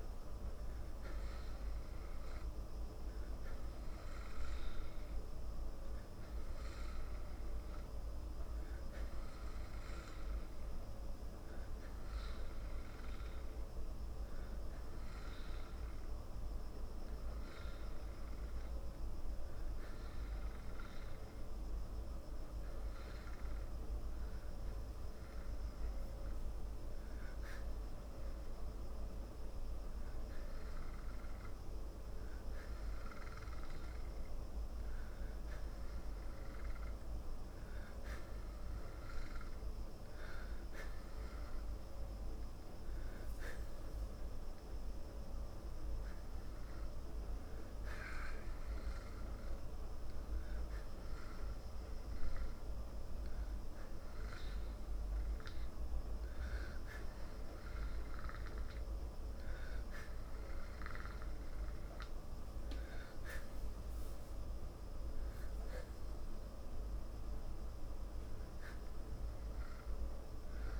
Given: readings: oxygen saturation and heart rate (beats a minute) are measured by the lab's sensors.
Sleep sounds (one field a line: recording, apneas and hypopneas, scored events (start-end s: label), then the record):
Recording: breathing in sleep, hard to hear, by a room microphone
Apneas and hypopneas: none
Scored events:
0.00-16.50 s: oxygen desaturation (device-marked, oxygen 90% lowest, heart rate 54 extreme)
From the record:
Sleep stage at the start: N2 (light sleep)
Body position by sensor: on the back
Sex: male